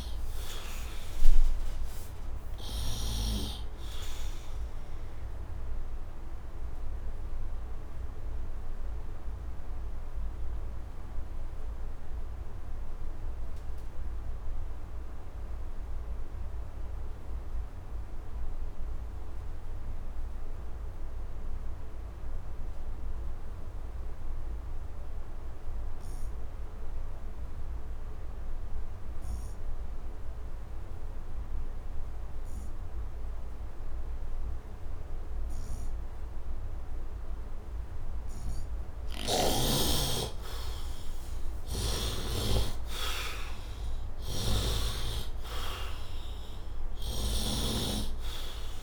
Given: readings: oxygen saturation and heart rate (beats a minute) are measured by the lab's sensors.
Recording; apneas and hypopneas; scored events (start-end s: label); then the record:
breathing in sleep by a room microphone; 1
0.00-1.50 s: arousal
5.00-38.50 s: obstructive apnea (oxygen 100% before, 73% lowest, heart rate 78 before, 67 extreme, up 8 after)
25.00-48.83 s: oxygen desaturation (device-marked, oxygen 98% before, 73% lowest, heart rate 74 before, 66 extreme)
38.00-42.00 s: snoring (device-marked)
40.50-44.00 s: arousal
44.00-48.83 s: snoring (device-marked)
From the record:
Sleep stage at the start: N2 (light sleep); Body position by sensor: on the right side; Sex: male